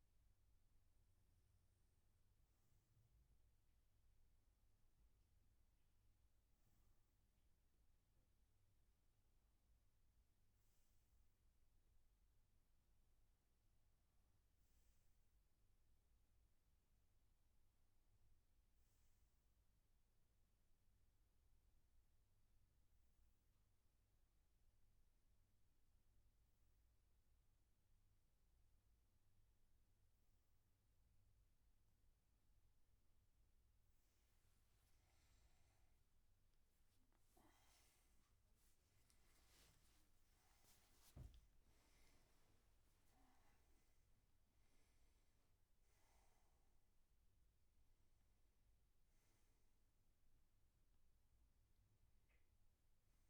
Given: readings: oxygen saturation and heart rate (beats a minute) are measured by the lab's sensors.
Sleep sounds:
breathing in sleep, hard to hear, by a room microphone; none
none scored
From the record:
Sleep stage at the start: N3 (deep sleep); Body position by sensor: on the right side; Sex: male

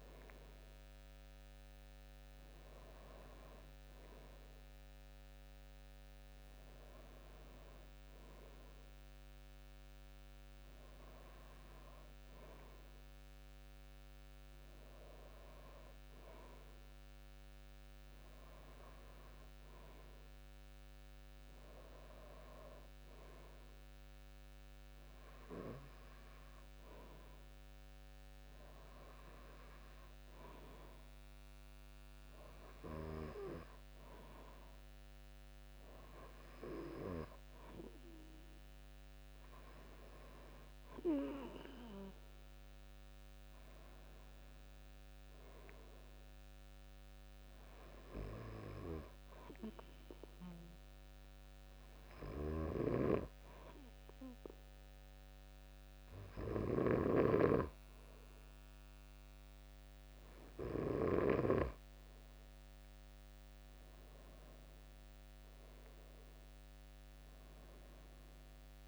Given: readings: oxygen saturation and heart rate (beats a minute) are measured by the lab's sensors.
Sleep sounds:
breathing in sleep by a microphone on the trachea; 1
48.50-59.50 s: hypopnea (oxygen 95% before, 93% lowest, heart rate 83 before, 79 extreme, up 13 after)
52.00-56.50 s: snoring (device-marked)
63.00-66.50 s: arousal
From the record:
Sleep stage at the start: N2 (light sleep); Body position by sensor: on the back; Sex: male

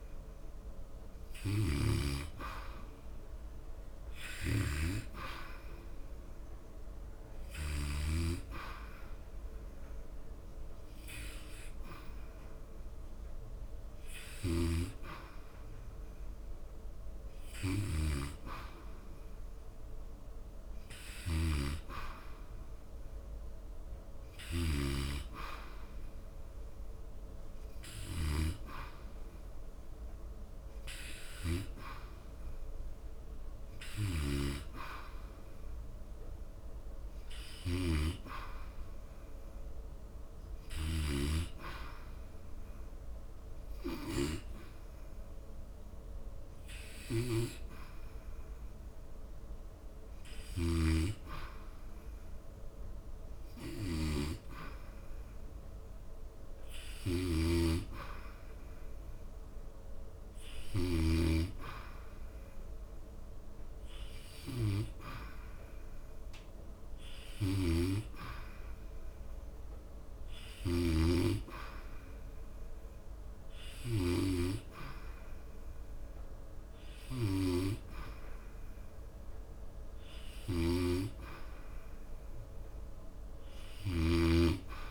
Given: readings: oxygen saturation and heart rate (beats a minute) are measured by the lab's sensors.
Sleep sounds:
breathing in sleep by a room microphone; none
none scored
From the record:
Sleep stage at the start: N2 (light sleep); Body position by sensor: on the back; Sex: male

